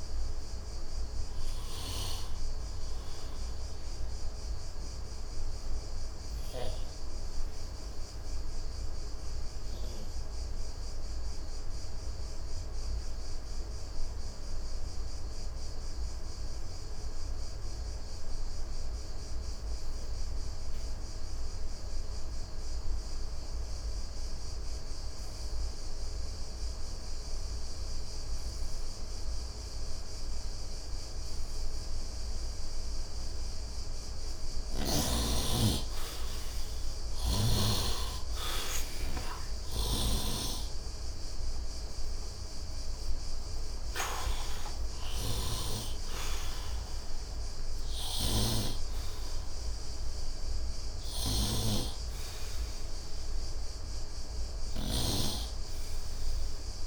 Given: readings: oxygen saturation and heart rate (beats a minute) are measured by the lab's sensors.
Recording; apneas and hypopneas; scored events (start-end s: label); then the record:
breathing in sleep by a room microphone; 1
0.00-21.50 s: oxygen desaturation (device-marked, oxygen 69% lowest, heart rate 69 extreme)
4.00-33.50 s: obstructive apnea (oxygen 97% before, 69% lowest, heart rate 78 before, 69 extreme, up 21 after)
23.50-56.87 s: oxygen desaturation (device-marked, oxygen 100% before, 72% lowest, heart rate 71 before, 74 extreme)
34.50-39.00 s: arousal
39.50-45.50 s: snoring (device-marked)
47.50-55.00 s: snoring (device-marked)
From the record:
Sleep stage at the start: N2 (light sleep); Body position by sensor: on the right side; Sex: male